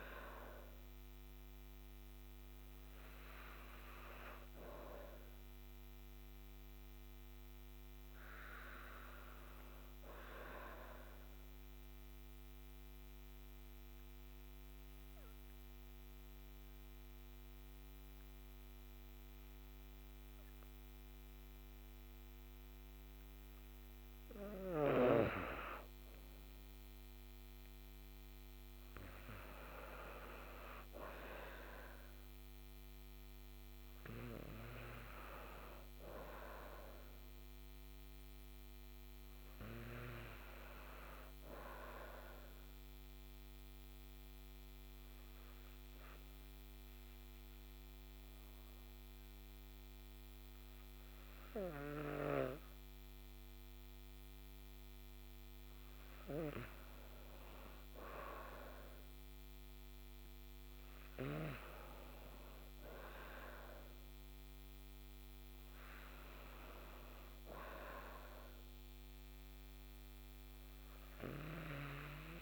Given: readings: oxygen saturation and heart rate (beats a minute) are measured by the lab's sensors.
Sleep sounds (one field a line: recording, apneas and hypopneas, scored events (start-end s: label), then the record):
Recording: breathing in sleep by a microphone on the trachea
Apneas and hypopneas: 2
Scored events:
10.50-23.50 s: oxygen desaturation (device-marked, oxygen 97% before, 93% lowest, heart rate 98 before, 49 extreme)
12.00-24.00 s: obstructive apnea (oxygen 97% before, 93% lowest, heart rate 97 before, 49 extreme, up 10 after)
27.50-31.50 s: arousal
41.50-54.50 s: oxygen desaturation (device-marked, oxygen 98% before, 93% lowest, heart rate 83 before, 58 extreme)
43.50-55.50 s: obstructive apnea (oxygen 98% before, 93% lowest, heart rate 80 before, 58 extreme, up 32 after)
58.50-61.50 s: arousal
From the record:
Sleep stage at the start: N2 (light sleep)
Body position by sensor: on the back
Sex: female